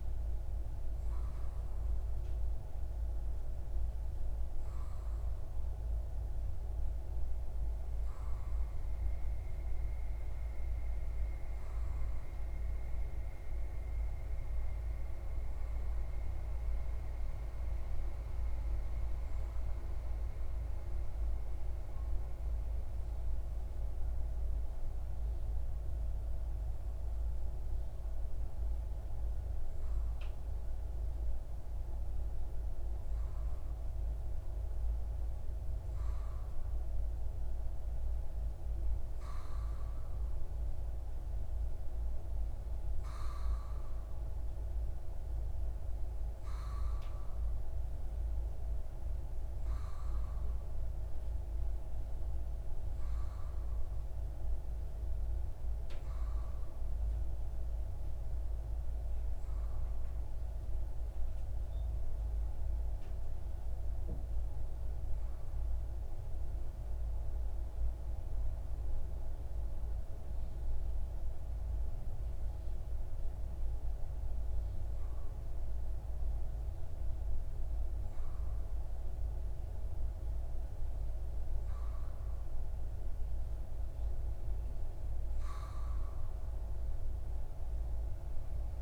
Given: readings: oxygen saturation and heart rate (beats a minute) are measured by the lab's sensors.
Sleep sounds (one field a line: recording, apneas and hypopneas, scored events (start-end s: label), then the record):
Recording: breathing in sleep, hard to hear, by a room microphone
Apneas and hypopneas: 2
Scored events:
15.50-28.00 s: hypopnea (oxygen 94% before, 92% lowest)
29.50-33.00 s: arousal
35.00-52.00 s: oxygen desaturation (device-marked, oxygen 95% before, 92% lowest)
60.00-74.00 s: hypopnea (oxygen 95% before, 93% lowest)
77.00-80.00 s: arousal
From the record:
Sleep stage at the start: N2 (light sleep)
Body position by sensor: on the left side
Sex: male